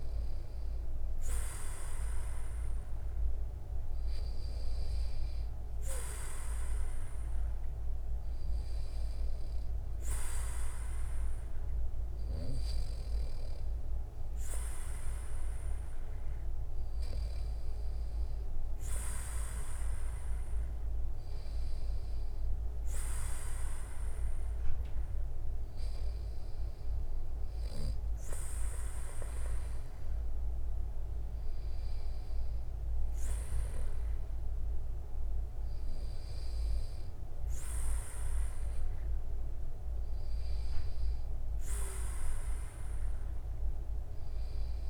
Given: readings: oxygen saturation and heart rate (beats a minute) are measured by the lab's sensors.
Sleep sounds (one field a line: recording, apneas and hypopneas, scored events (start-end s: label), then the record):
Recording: breathing in sleep by a room microphone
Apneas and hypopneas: none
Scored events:
none scored
From the record:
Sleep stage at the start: N2 (light sleep)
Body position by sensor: on the back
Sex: male